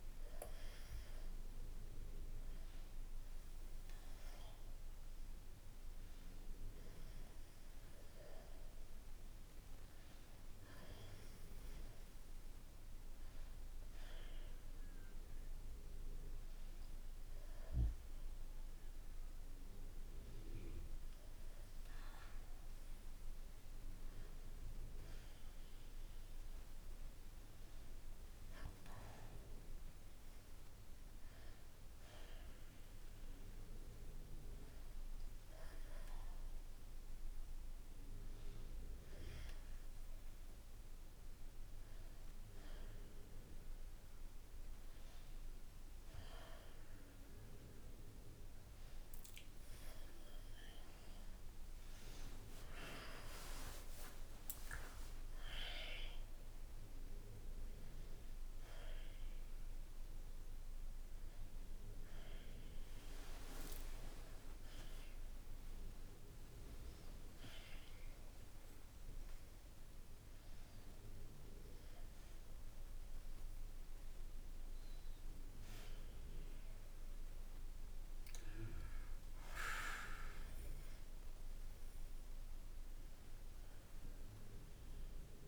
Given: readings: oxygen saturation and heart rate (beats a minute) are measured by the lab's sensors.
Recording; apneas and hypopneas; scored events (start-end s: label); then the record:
a person partly awake in a sleep study, by a room microphone; none
0.00-15.50 s: oxygen desaturation (device-marked, oxygen 94% lowest, heart rate 63 extreme)
50.50-80.50 s: new sleep stage, awake
80.50-85.48 s: new sleep stage, N1 (lightest sleep)
From the record:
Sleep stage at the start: N2 (light sleep); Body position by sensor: on the back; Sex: male